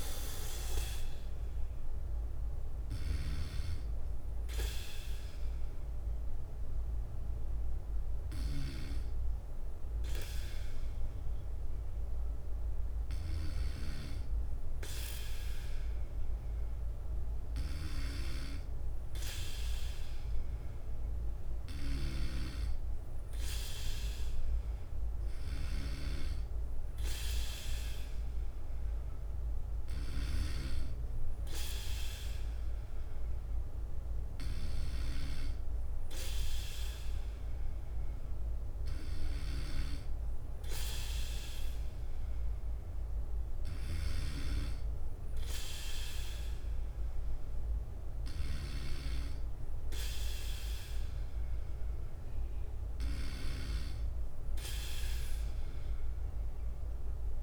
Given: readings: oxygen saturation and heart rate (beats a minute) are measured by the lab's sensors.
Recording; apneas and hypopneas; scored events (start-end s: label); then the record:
breathing in sleep by a room microphone; 1
2.00-57.43 s: bradycardia (device-marked, heart rate 59 before, 53 extreme)
3.00-14.50 s: hypopnea (oxygen 94% before, 91% lowest, heart rate 58 before, 53 extreme, up 6 after)
6.00-18.00 s: oxygen desaturation (device-marked, oxygen 95% before, 91% lowest, heart rate 59 before, 54 extreme)
35.00-57.43 s: new sleep stage, N3 (deep sleep)
From the record:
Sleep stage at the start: N2 (light sleep); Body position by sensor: on the back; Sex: male